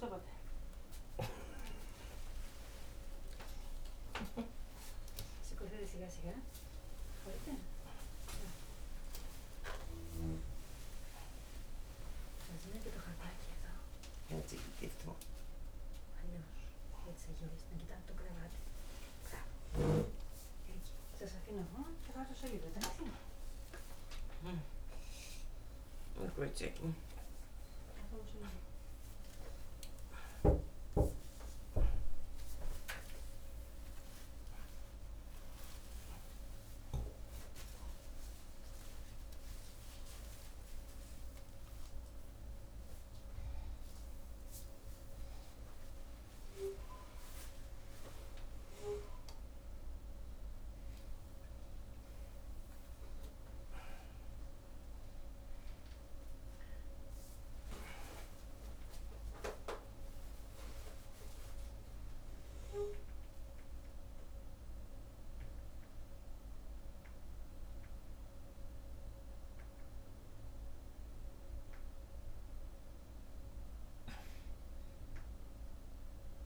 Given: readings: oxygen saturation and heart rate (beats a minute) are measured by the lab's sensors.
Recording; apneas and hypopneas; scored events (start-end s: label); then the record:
a person awake in a sleep study, by a room microphone; none
0.00-16.50 s: oxygen desaturation (device-marked, oxygen 89% lowest, heart rate 38 extreme)
47.50-67.50 s: oxygen desaturation (device-marked, oxygen 95% before, 90% lowest)
74.50-76.46 s: oxygen desaturation (device-marked, oxygen 94% before, 90% lowest, heart rate 76 before, 92 extreme)
From the record:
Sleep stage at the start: awake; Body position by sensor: upright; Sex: female